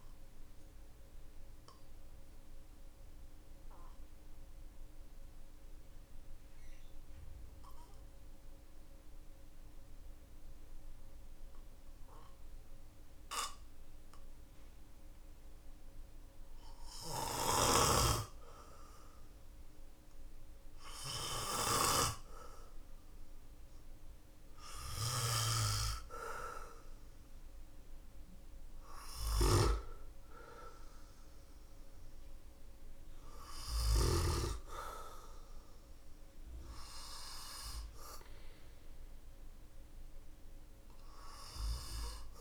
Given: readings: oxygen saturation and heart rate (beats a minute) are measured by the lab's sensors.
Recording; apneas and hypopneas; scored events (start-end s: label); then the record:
a person awake in a sleep study, by a room microphone; none
16.50-33.50 s: snoring (device-marked)
30.00-42.41 s: new sleep stage, N2 (light sleep)
34.00-42.41 s: oxygen desaturation (device-marked, oxygen 97% before, 92% lowest, heart rate 55 before, 46 extreme)
From the record:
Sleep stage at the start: awake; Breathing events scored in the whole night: 324 in 5.7 hours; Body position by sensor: on the back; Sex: male